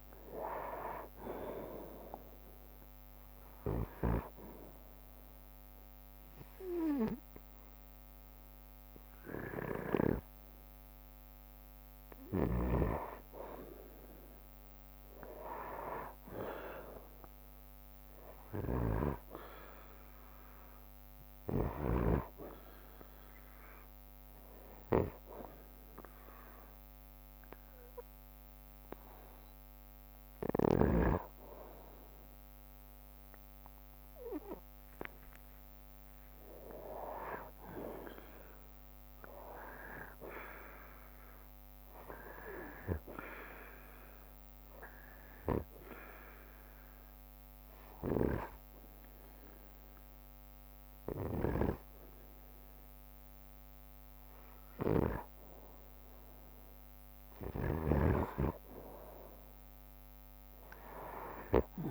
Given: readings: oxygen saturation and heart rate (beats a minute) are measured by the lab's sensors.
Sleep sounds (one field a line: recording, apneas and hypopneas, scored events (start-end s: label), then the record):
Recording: breathing in sleep by a microphone on the trachea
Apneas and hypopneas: 3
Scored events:
0.00-8.00 s: oxygen desaturation (device-marked, oxygen 90% lowest, heart rate 62 extreme)
4.00-14.00 s: obstructive apnea (oxygen 95% before, 90% lowest, heart rate 64 before, 62 extreme, up 2 after)
12.50-19.00 s: snoring (device-marked)
15.00-19.00 s: arousal
24.50-35.00 s: obstructive apnea (oxygen 95% before, 92% lowest, heart rate 64 before, 57 extreme, up 2 after)
36.50-40.50 s: arousal
42.50-55.50 s: obstructive apnea (oxygen 95% before, 92% lowest, heart rate 63 before, 55 extreme, up 4 after)
43.00-50.00 s: bradycardia (device-marked, heart rate 62 before, 58 extreme)
44.00-51.00 s: drop in pulse transit time (device-marked, heart rate 63 before, 58 extreme)
57.00-61.91 s: bradycardia (device-marked, heart rate 62 before, 55 extreme)
From the record:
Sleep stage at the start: N2 (light sleep)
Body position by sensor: on the right side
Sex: male